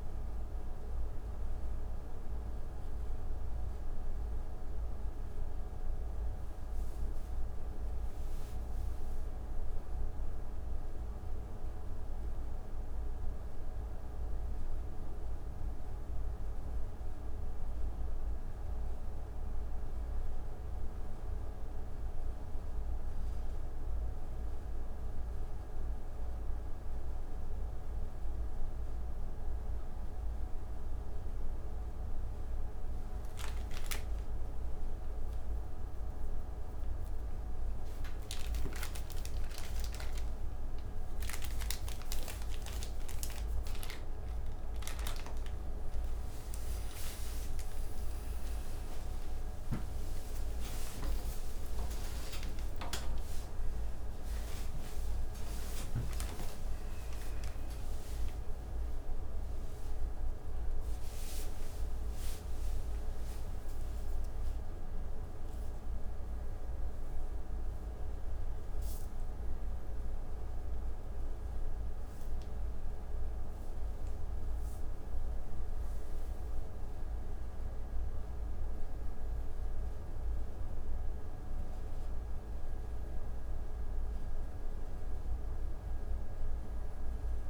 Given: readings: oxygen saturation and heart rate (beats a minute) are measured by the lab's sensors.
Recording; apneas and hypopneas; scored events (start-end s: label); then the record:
a person partly awake in a sleep study, hard to hear, by a room microphone; none
47.50-87.50 s: new sleep stage, awake
From the record:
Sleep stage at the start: N1 (lightest sleep); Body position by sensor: on the back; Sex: male